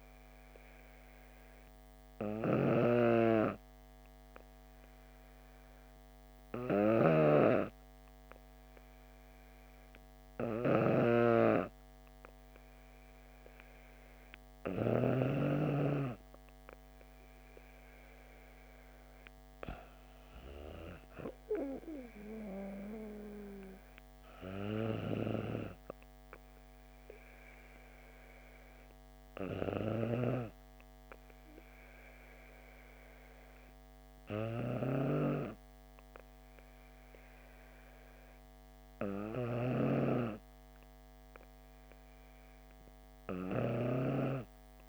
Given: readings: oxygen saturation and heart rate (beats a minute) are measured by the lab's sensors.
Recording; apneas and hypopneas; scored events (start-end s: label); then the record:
breathing in sleep by a microphone on the trachea; none
2.50-15.50 s: snoring (device-marked)
39.50-44.00 s: snoring (device-marked)
From the record:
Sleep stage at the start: N2 (light sleep); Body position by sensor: on the back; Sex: female